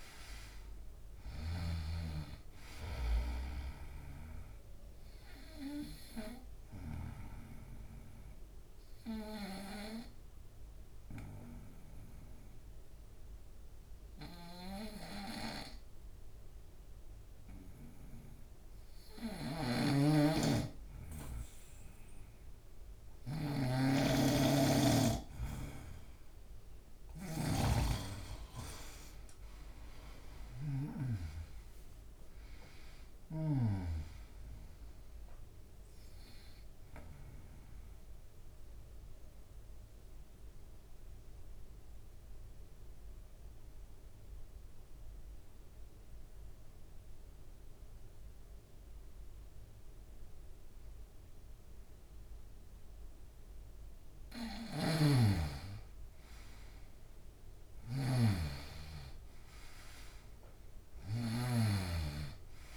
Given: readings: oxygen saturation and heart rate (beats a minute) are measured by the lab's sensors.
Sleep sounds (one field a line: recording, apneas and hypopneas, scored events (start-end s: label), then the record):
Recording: breathing in sleep by a room microphone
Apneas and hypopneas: 2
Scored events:
0.00-1.00 s: snoring (device-marked)
3.50-27.50 s: oxygen desaturation (device-marked, oxygen 96% before, 90% lowest, heart rate 74 before, 72 extreme)
5.00-22.50 s: obstructive apnea (oxygen 96% before, 90% lowest, heart rate 74 before, 72 extreme, up 4 after)
18.50-30.50 s: snoring (device-marked)
26.00-29.50 s: arousal
37.50-54.00 s: mixed apnea (oxygen 97% before, 90% lowest, heart rate 75 before, 71 extreme, up 3 after)
54.00-61.00 s: snoring (device-marked)
56.50-60.00 s: arousal
From the record:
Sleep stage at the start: N2 (light sleep)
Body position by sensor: on the right side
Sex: male